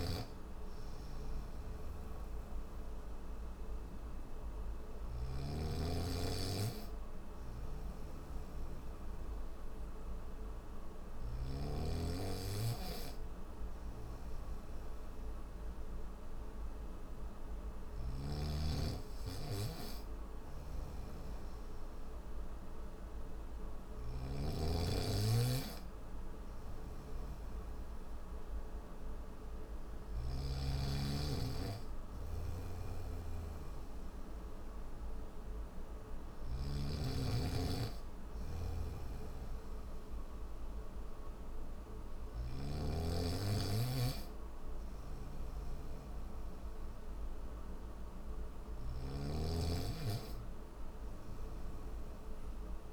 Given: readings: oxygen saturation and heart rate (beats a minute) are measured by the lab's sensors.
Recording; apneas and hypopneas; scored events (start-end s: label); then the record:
breathing in sleep by a room microphone; none
4.50-11.00 s: snoring (device-marked)
17.50-30.00 s: snoring (device-marked)
36.00-42.00 s: snoring (device-marked)
48.00-52.93 s: snoring (device-marked)
From the record:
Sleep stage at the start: N1 (lightest sleep); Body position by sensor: on the back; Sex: male